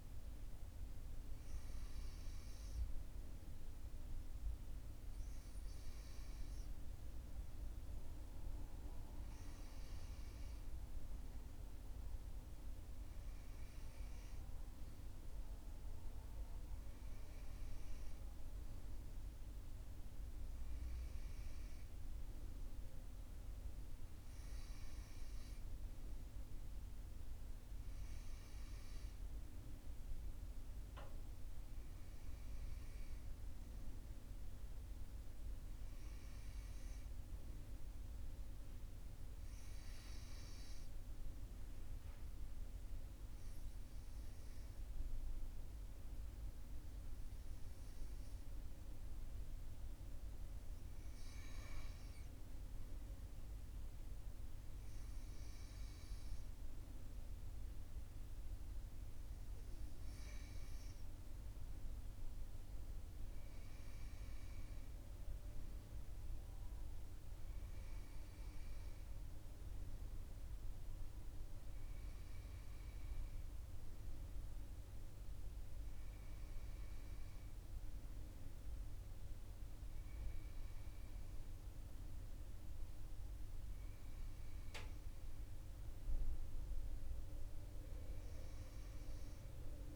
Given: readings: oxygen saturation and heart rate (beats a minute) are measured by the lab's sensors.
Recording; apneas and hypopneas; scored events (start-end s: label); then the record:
breathing in sleep, hard to hear, by a room microphone; 1
33.50-37.50 s: arousal
41.00-52.00 s: obstructive apnea (oxygen 97% before, 96% lowest, heart rate 42 before, 40 extreme, up 1 after)
54.00-58.50 s: arousal
From the record:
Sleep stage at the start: N2 (light sleep); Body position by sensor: on the right side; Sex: male